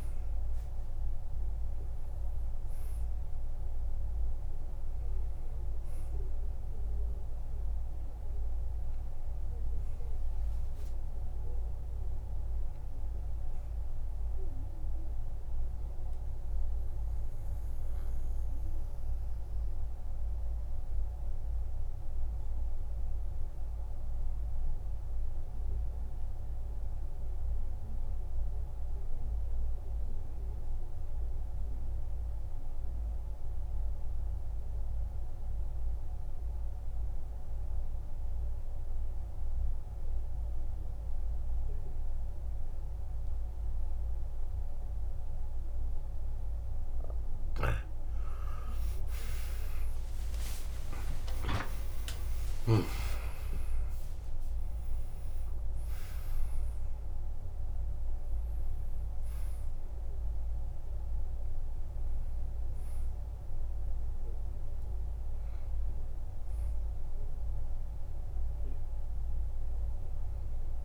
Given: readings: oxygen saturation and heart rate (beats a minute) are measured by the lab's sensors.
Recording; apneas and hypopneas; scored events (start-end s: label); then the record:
breathing in sleep by a room microphone; 1
0.00-2.00 s: arousal
0.00-24.00 s: oxygen desaturation (device-marked, oxygen 91% lowest, heart rate 48 extreme)
15.00-47.50 s: mixed apnea (oxygen 99% before, 84% lowest, heart rate 67 before, 48 extreme, up 60 after)
41.00-70.85 s: oxygen desaturation (device-marked, oxygen 99% before, 84% lowest, heart rate 55 before, 49 extreme)
49.00-53.50 s: arousal
50.00-54.00 s: tachycardia (device-marked, heart rate 58 before, 108 extreme)
51.00-53.00 s: long interval between heartbeats (device-marked, heart rate 59 before, 86 extreme)
53.00-55.00 s: long interval between heartbeats (device-marked, heart rate 63 before, 108 extreme)
From the record:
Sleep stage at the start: N2 (light sleep); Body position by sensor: on the back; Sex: male